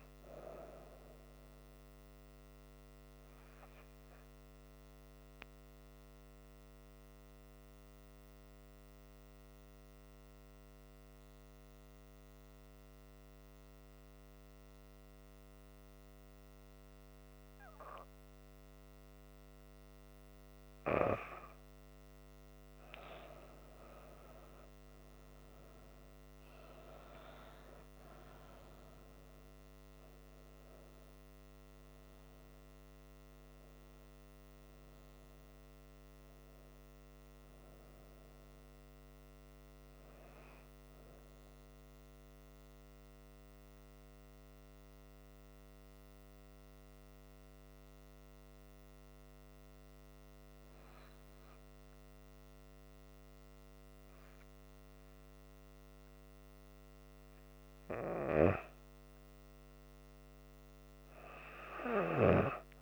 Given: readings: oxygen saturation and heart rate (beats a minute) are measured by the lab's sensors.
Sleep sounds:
breathing in sleep by a microphone on the trachea; 2
0.00-11.50 s: oxygen desaturation (device-marked, oxygen 88% lowest, heart rate 68 extreme)
6.00-20.50 s: central apnea (oxygen 98% before, 89% lowest, heart rate 73 before, 68 extreme, up 8 after)
24.50-48.50 s: oxygen desaturation (device-marked, oxygen 98% before, 89% lowest, heart rate 69 before, 66 extreme)
28.00-32.00 s: arousal
41.00-58.00 s: hypopnea (oxygen 98% before, 89% lowest, heart rate 77 before, 66 extreme, up 4 after)
59.50-62.82 s: arousal
From the record:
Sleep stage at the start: N2 (light sleep); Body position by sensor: on the back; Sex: female

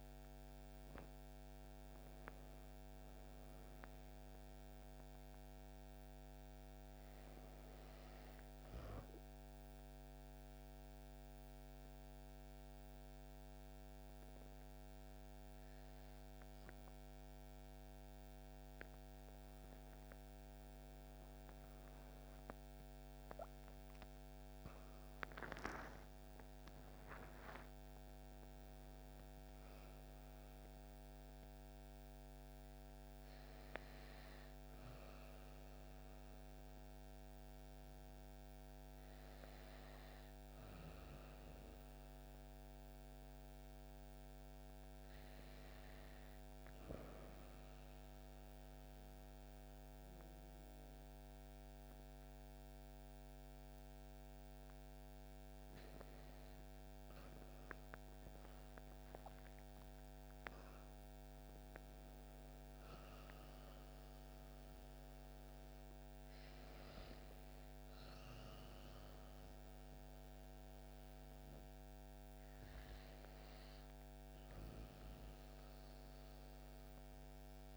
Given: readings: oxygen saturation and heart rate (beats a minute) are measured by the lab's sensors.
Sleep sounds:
breathing in sleep, hard to hear, by a microphone on the trachea; 2
0.00-3.00 s: arousal
0.00-7.00 s: oxygen desaturation (device-marked, oxygen 90% lowest)
10.00-21.50 s: hypopnea (oxygen 95% before, 95% lowest)
23.00-28.00 s: arousal
47.00-57.00 s: obstructive apnea (oxygen 97% before, 95% lowest)
58.50-62.50 s: arousal
From the record:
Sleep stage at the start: REM sleep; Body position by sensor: on the back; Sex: female

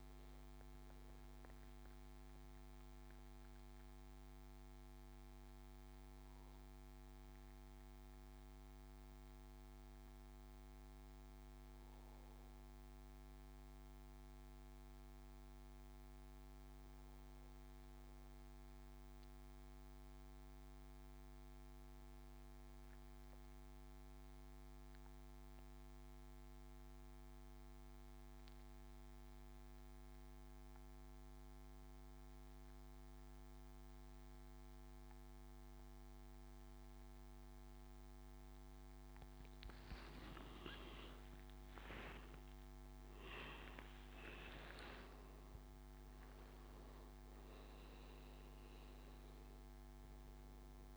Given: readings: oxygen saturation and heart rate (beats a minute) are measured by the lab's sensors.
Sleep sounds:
breathing in sleep, hard to hear, by a microphone on the trachea; 1
0.00-6.00 s: oxygen desaturation (device-marked, oxygen 89% lowest, heart rate 62 extreme)
3.00-39.00 s: obstructive apnea (oxygen 97% before, 88% lowest, heart rate 75 before, 60 extreme, up 14 after)
29.00-50.97 s: oxygen desaturation (device-marked, oxygen 99% before, 88% lowest, heart rate 70 before, 60 extreme)
40.50-44.00 s: arousal
From the record:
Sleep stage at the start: N2 (light sleep); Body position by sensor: on the back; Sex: male

